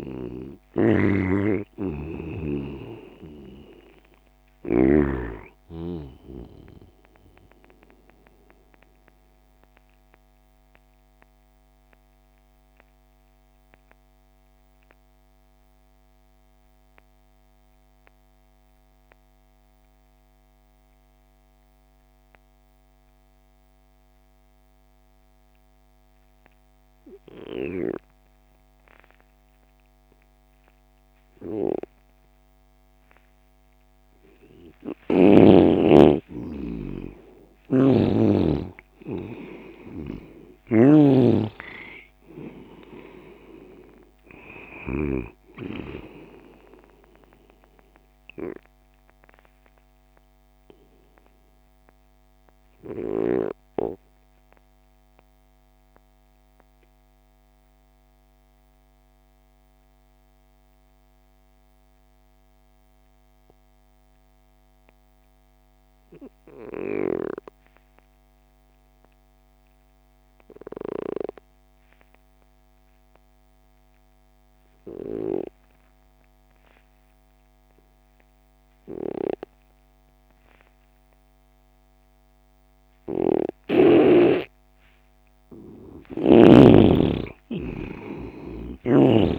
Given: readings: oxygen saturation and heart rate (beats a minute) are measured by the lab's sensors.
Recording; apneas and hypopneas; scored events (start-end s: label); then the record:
breathing in sleep by a microphone on the trachea; 2
0.00-13.50 s: oxygen desaturation (device-marked, oxygen 88% lowest)
1.50-5.00 s: snoring (device-marked)
6.50-34.50 s: mixed apnea (oxygen 96% before, 88% lowest)
32.50-61.50 s: oxygen desaturation (device-marked, oxygen 98% before, 88% lowest)
35.00-39.50 s: arousal
37.50-41.00 s: snoring (device-marked)
49.00-85.00 s: mixed apnea (oxygen 98% before, 85% lowest)
76.50-89.39 s: oxygen desaturation (device-marked, oxygen 98% before, 85% lowest)
86.50-89.39 s: arousal
From the record:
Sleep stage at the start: N2 (light sleep); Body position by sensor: on the left side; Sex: male